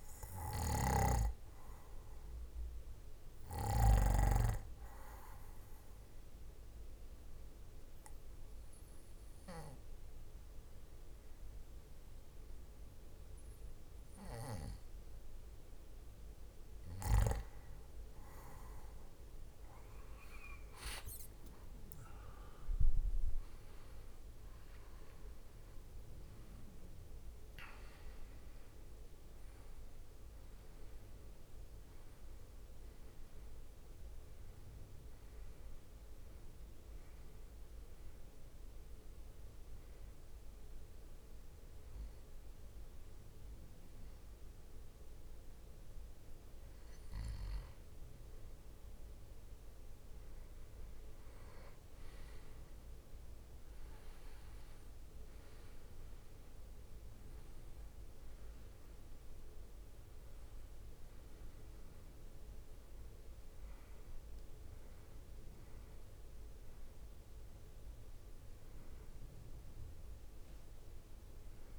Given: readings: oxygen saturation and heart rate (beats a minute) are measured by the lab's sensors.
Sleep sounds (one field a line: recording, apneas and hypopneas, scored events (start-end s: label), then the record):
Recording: breathing in sleep by a room microphone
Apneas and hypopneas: 2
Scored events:
5.00-17.50 s: obstructive apnea (oxygen 97% before, 92% lowest, heart rate 69 before, 65 extreme, up 10 after)
19.50-25.00 s: arousal
22.50-36.50 s: drop in pulse transit time (device-marked, heart rate 68 before, 69 extreme)
22.50-43.50 s: oxygen desaturation (device-marked, oxygen 96% before, 92% lowest, heart rate 68 before, 63 extreme)
39.50-50.00 s: hypopnea (oxygen 96% before, 94% lowest, heart rate 74 before, 60 extreme, up 9 after)
52.50-57.00 s: arousal
From the record:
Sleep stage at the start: N2 (light sleep)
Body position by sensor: on the back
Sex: male